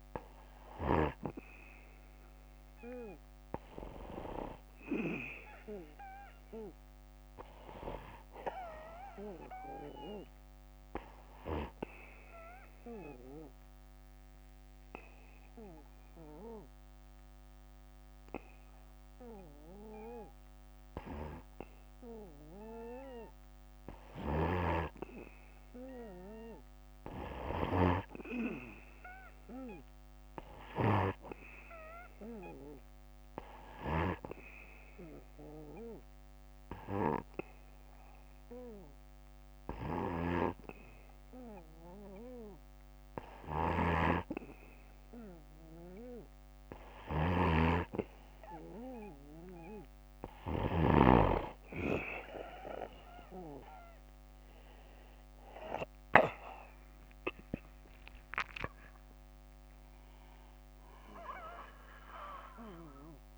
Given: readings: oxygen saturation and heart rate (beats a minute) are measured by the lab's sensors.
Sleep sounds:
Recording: breathing in sleep by a microphone on the trachea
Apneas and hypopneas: 2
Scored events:
1.00-4.50 s: arousal
10.50-22.00 s: obstructive apnea (oxygen 95% before, 91% lowest, heart rate 65 before, 62 extreme, up 2 after)
23.50-33.50 s: snoring (device-marked)
24.50-27.00 s: arousal
33.50-47.00 s: obstructive apnea (oxygen 94% before, 91% lowest, heart rate 65 before, 63 extreme, up 3 after)
39.50-50.50 s: snoring (device-marked)
41.00-51.00 s: oxygen desaturation (device-marked, oxygen 95% before, 91% lowest, heart rate 65 before, 61 extreme)
52.50-56.00 s: arousal
From the record:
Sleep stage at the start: N2 (light sleep)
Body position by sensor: on the back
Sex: male

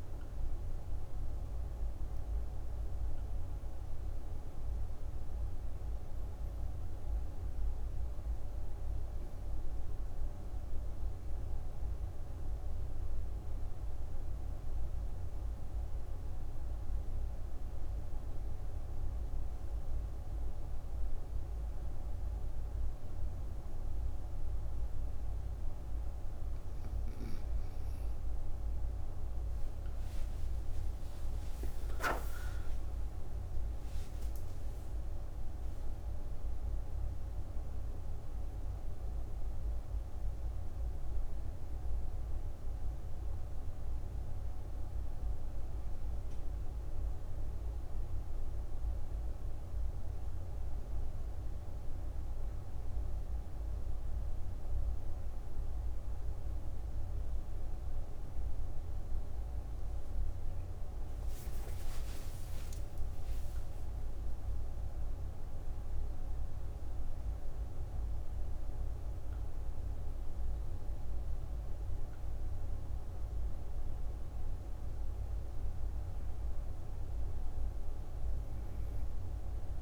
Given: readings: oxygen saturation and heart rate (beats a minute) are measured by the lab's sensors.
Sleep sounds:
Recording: breathing in sleep, hard to hear, by a room microphone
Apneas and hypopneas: 2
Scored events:
0.00-13.50 s: oxygen desaturation (device-marked, oxygen 93% lowest, heart rate 57 extreme)
13.50-27.50 s: obstructive apnea (oxygen 98% before, 89% lowest, heart rate 72 before, 56 extreme, up 56 after)
28.50-56.50 s: oxygen desaturation (device-marked, oxygen 97% before, 89% lowest, heart rate 62 before, 56 extreme)
30.00-35.00 s: arousal
51.00-61.00 s: obstructive apnea (oxygen 97% before, 89% lowest, heart rate 82 before, 59 extreme, up 52 after)
54.50-79.82 s: new sleep stage, N1 (lightest sleep)
61.50-66.00 s: arousal
From the record:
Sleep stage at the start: N2 (light sleep)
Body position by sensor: on the right side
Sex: female

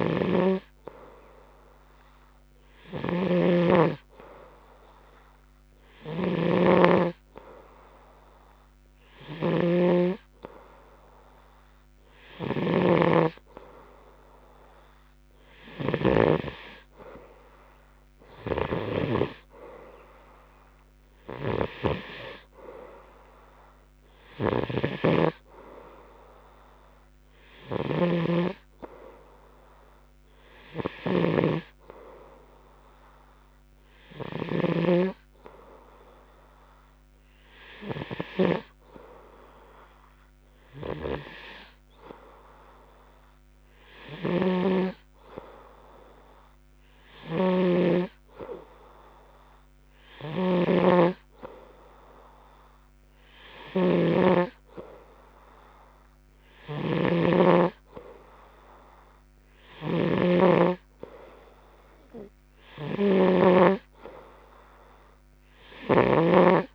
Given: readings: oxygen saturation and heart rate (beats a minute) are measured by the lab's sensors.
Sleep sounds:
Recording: breathing in sleep by a microphone on the trachea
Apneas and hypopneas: none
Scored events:
0.00-64.00 s: snoring (device-marked)
From the record:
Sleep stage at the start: N2 (light sleep)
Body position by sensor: on the right side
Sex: male

